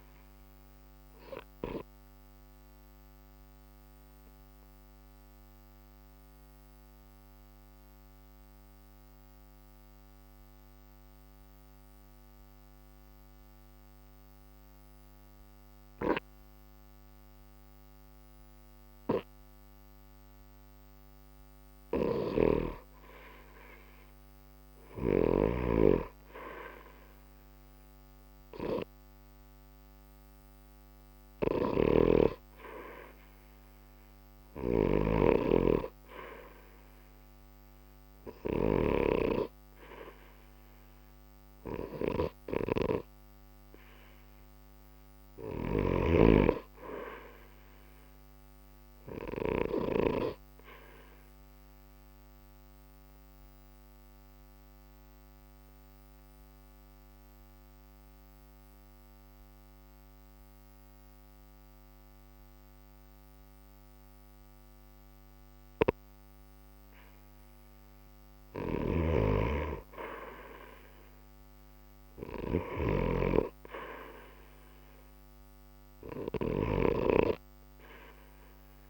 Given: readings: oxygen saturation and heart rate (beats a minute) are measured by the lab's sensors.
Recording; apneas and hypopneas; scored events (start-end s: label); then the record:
breathing in sleep by a microphone on the trachea; 2
1.00-21.50 s: obstructive apnea (oxygen 94% before, 87% lowest, heart rate 60 before, 60 extreme, up 0 after)
25.50-30.00 s: arousal
37.50-71.50 s: oxygen desaturation (device-marked, oxygen 93% before, 87% lowest, heart rate 60 before, 60 extreme)
52.50-67.00 s: obstructive apnea (oxygen 93% before, 85% lowest, heart rate 60 before, 60 extreme, up 0 after)
68.50-73.00 s: snoring (device-marked)
70.00-74.50 s: arousal
From the record:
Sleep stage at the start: N2 (light sleep); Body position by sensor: on the right side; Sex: male